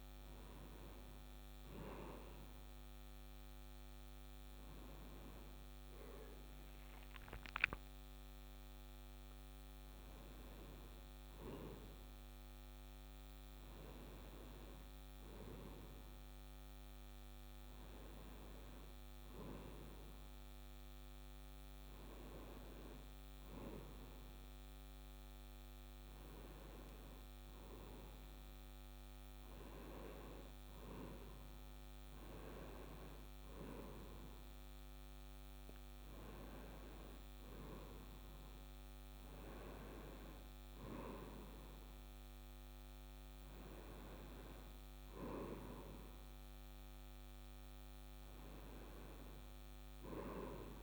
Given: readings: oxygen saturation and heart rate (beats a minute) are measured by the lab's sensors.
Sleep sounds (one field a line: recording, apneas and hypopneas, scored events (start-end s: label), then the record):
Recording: a person partly awake in a sleep study, by a microphone on the trachea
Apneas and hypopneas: none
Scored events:
7.00-50.83 s: new sleep stage, N1 (lightest sleep)
From the record:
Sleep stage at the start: awake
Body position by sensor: on the front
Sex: male